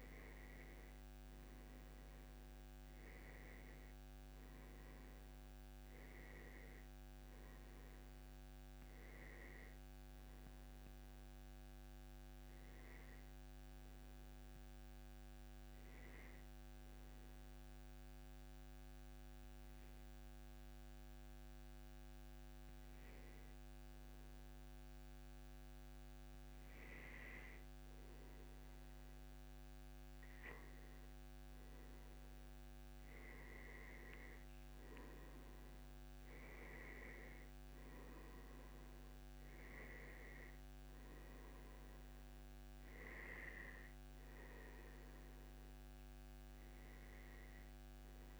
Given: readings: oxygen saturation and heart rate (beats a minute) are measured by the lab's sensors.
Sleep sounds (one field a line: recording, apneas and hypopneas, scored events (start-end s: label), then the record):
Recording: breathing in sleep, hard to hear, by a microphone on the trachea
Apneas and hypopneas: 1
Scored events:
15.00-29.50 s: hypopnea (oxygen 96% before, 94% lowest, heart rate 146 before, 107 extreme, up 0 after)
31.50-35.50 s: arousal
From the record:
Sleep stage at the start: N2 (light sleep)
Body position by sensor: on the back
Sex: male